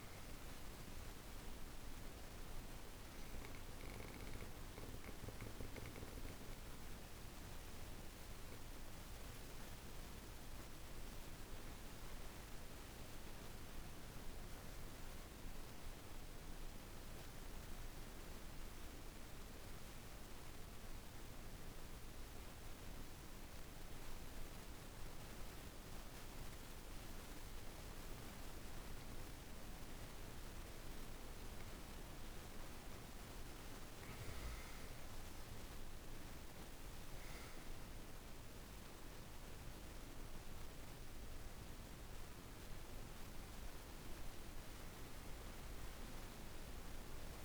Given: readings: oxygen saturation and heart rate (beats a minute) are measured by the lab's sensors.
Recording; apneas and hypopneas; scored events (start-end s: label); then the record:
breathing in sleep, hard to hear, by a room microphone; 1
6.50-27.50 s: obstructive apnea (oxygen 94% before, 91% lowest, heart rate 55 before, 51 extreme, up 20 after)
27.50-47.44 s: oxygen desaturation (device-marked, oxygen 98% before, 91% lowest, heart rate 52 before, 51 extreme)
31.00-34.50 s: arousal
From the record:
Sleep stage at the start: N2 (light sleep); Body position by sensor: on the back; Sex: female